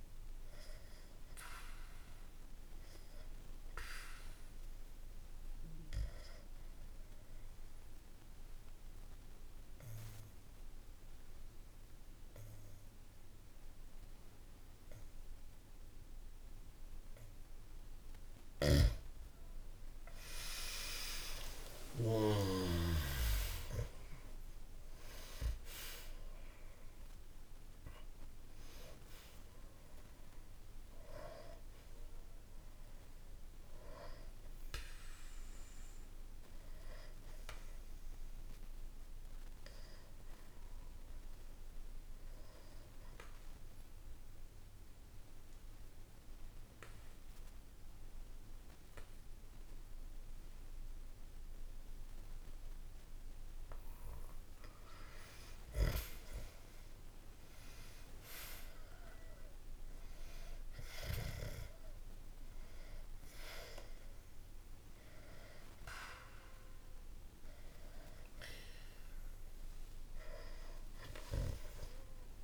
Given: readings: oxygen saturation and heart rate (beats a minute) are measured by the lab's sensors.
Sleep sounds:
breathing in sleep by a room microphone; 2
5.50-18.00 s: obstructive apnea (oxygen 98% before, 93% lowest, heart rate 63 before, 60 extreme, up 4 after)
19.50-23.50 s: arousal
38.50-54.00 s: obstructive apnea (oxygen 95% before, 93% lowest, heart rate 64 before, 58 extreme, up 1 after)
56.00-60.50 s: arousal
69.00-72.44 s: arousal
From the record:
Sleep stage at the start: N2 (light sleep); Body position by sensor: on the back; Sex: male

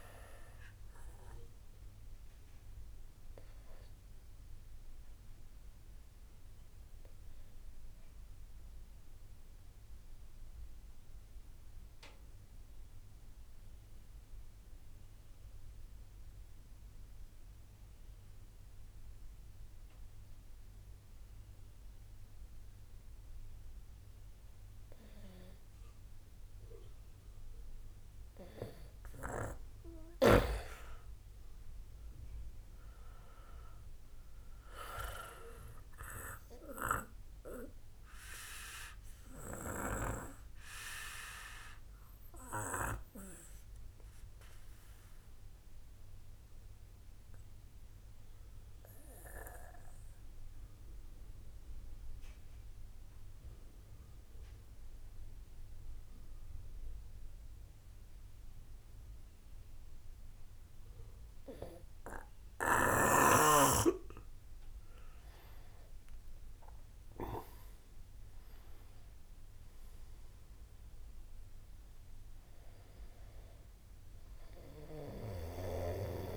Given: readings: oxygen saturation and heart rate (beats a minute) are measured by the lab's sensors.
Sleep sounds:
breathing in sleep by a room microphone; 2
0.00-14.00 s: oxygen desaturation (device-marked, oxygen 87% lowest, heart rate 59 extreme)
2.00-27.50 s: obstructive apnea (oxygen 97% before, 86% lowest, heart rate 66 before, 59 extreme, up 7 after)
29.00-53.00 s: oxygen desaturation (device-marked, oxygen 96% before, 86% lowest, heart rate 65 before, 37 extreme)
31.50-35.00 s: arousal
38.50-62.50 s: obstructive apnea (oxygen 97% before, 86% lowest, heart rate 62 before, 37 extreme, up 1 after)
63.00-76.37 s: oxygen desaturation (device-marked, oxygen 97% before, 87% lowest, heart rate 67 before, 37 extreme)
66.00-71.00 s: arousal
From the record:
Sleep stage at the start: N2 (light sleep); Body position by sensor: on the back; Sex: male

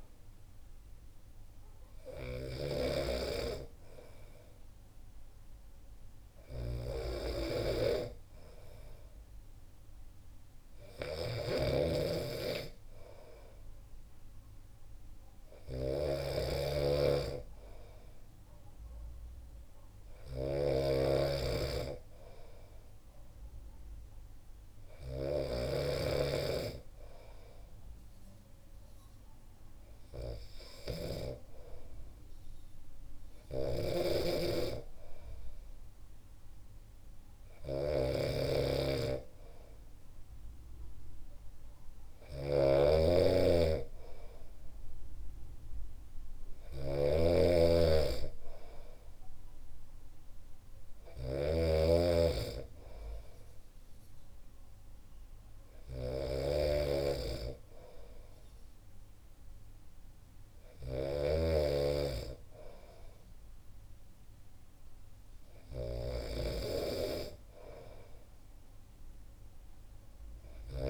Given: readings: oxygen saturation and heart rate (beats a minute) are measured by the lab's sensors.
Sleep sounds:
breathing in sleep by a room microphone; none
0.00-25.50 s: snoring (device-marked)
33.50-61.50 s: snoring (device-marked)
From the record:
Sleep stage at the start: N2 (light sleep); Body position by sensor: on the back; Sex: male

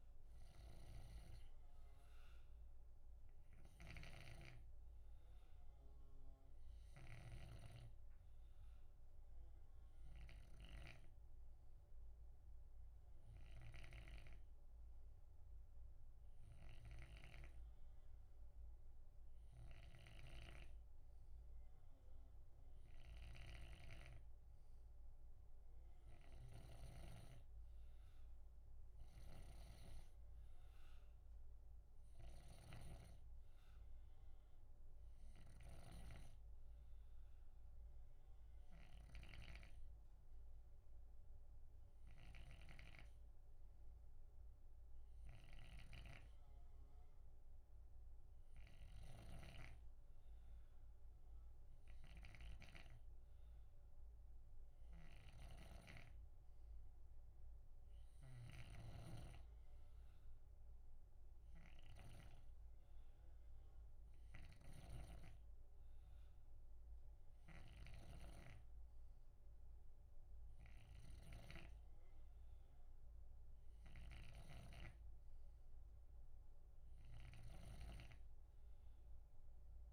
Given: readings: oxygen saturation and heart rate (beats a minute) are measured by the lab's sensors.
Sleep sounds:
breathing in sleep by a room microphone; none
0.50-62.00 s: snoring (device-marked)
64.00-79.92 s: snoring (device-marked)
From the record:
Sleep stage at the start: N2 (light sleep); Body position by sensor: on the left side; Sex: male

